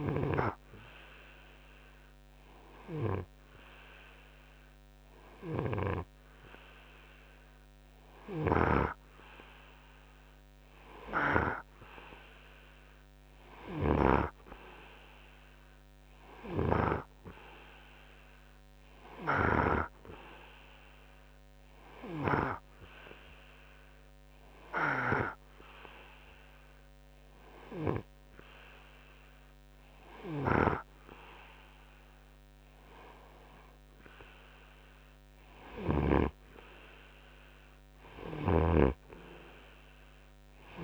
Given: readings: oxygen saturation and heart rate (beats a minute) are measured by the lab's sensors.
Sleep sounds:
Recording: breathing in sleep by a microphone on the trachea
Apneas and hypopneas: none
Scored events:
37.00-39.50 s: arousal
From the record:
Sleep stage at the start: N2 (light sleep)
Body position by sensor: on the front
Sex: male

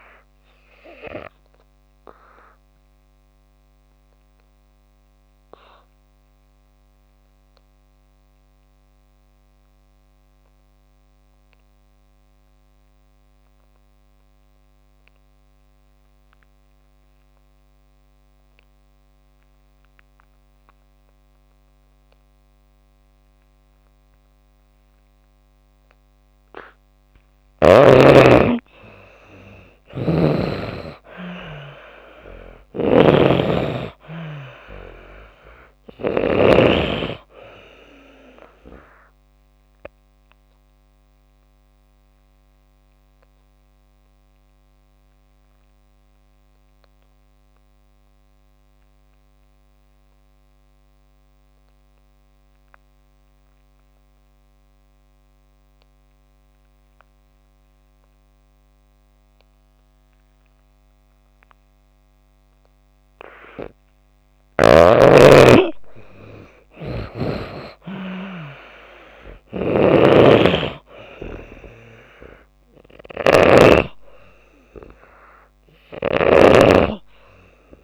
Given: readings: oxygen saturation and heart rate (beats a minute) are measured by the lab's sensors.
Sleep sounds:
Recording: breathing in sleep by a microphone on the trachea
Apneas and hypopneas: 2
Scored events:
0.00-27.50 s: oxygen desaturation (device-marked, oxygen 81% lowest)
0.50-26.00 s: obstructive apnea (oxygen 97% before, 81% lowest)
29.00-32.50 s: arousal
29.50-36.50 s: snoring (device-marked)
39.50-65.00 s: obstructive apnea (oxygen 97% before, 82% lowest)
47.50-62.50 s: oxygen desaturation (device-marked, oxygen 94% before, 82% lowest)
66.50-77.83 s: snoring (device-marked)
67.00-70.50 s: arousal
74.50-77.83 s: oxygen desaturation (device-marked, oxygen 97% before, 84% lowest)
From the record:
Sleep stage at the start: N2 (light sleep)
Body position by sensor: on the back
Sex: female

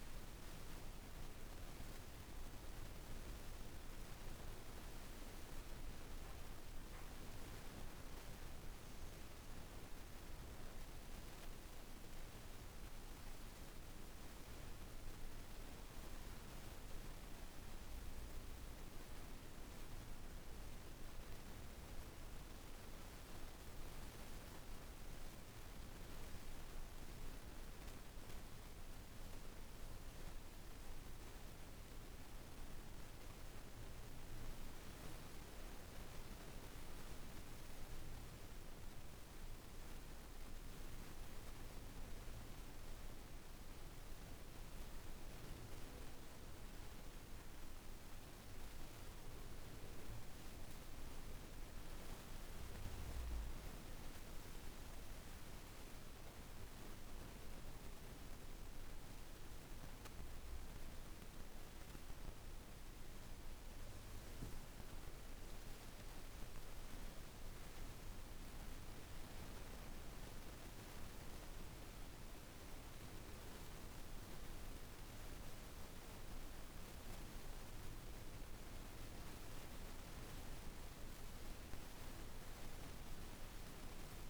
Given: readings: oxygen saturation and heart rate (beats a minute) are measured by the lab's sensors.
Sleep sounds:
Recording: breathing in sleep, hard to hear, by a room microphone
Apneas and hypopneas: none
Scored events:
none scored
From the record:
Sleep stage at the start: N1 (lightest sleep)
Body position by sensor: on the back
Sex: female

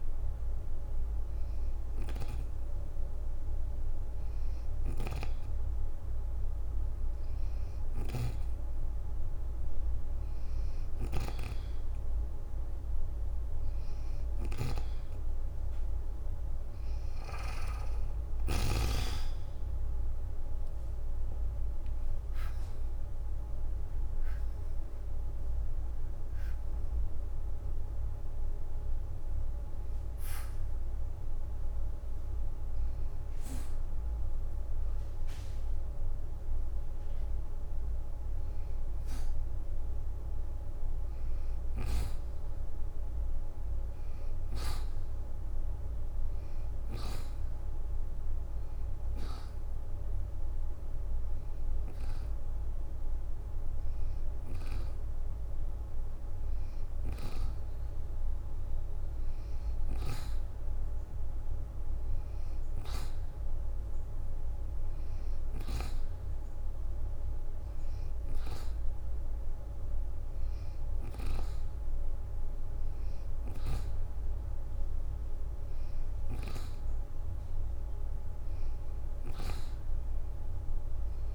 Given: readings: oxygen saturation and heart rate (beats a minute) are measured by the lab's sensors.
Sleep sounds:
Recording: breathing in sleep by a room microphone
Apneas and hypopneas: 1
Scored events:
14.00-18.00 s: snoring (device-marked)
20.00-24.50 s: arousal
33.50-34.50 s: leg movement (device-marked)
45.50-56.50 s: hypopnea (oxygen 95% before, 87% lowest, heart rate 58 before, 45 extreme, up 9 after)
51.50-59.50 s: oxygen desaturation (device-marked, oxygen 95% before, 87% lowest, heart rate 60 before, 44 extreme)
58.00-61.50 s: arousal
64.50-74.50 s: oxygen desaturation (device-marked, oxygen 92% before, 87% lowest, heart rate 63 before, 36 extreme)
From the record:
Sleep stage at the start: N2 (light sleep)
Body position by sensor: on the back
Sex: female

